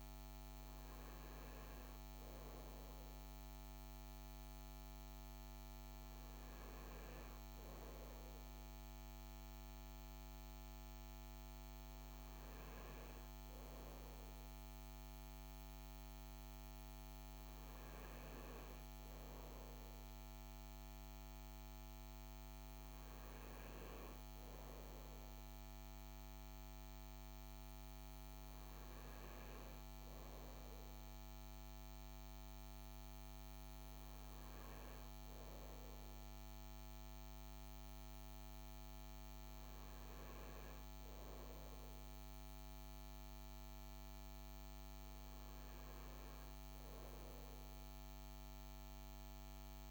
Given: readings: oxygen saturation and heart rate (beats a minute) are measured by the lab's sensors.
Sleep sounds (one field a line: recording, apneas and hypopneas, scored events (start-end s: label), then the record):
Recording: breathing in sleep, hard to hear, by a microphone on the trachea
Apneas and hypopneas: none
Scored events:
none scored
From the record:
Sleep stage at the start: N2 (light sleep)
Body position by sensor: on the front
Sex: male